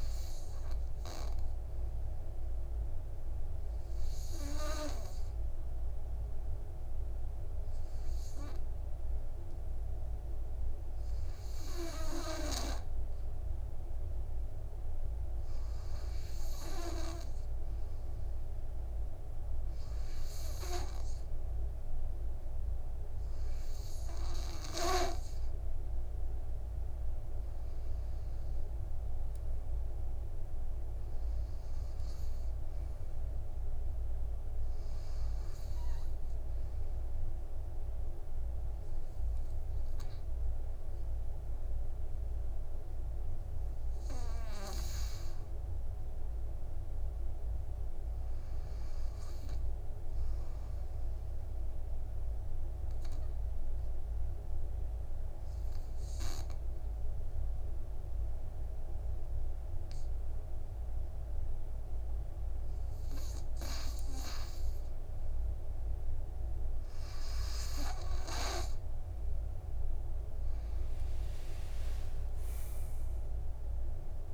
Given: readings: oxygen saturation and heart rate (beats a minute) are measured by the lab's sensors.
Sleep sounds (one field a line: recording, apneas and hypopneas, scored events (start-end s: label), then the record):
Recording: breathing in sleep by a room microphone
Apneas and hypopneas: 3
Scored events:
0.00-5.50 s: oxygen desaturation (device-marked, oxygen 92% lowest, heart rate 57 extreme)
3.00-16.50 s: obstructive apnea (oxygen 98% before, 91% lowest, heart rate 59 before, 57 extreme, up 3 after)
22.00-25.50 s: arousal
31.50-42.50 s: oxygen desaturation (device-marked, oxygen 95% before, 91% lowest, heart rate 59 before, 55 extreme)
36.00-46.00 s: obstructive apnea (oxygen 95% before, 91% lowest, heart rate 61 before, 55 extreme, up 2 after)
48.00-51.00 s: arousal
53.00-64.50 s: obstructive apnea (oxygen 96% before, 91% lowest, heart rate 62 before, 52 extreme, up 10 after)
69.00-73.50 s: arousal
From the record:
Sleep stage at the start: N2 (light sleep)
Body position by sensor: on the back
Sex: male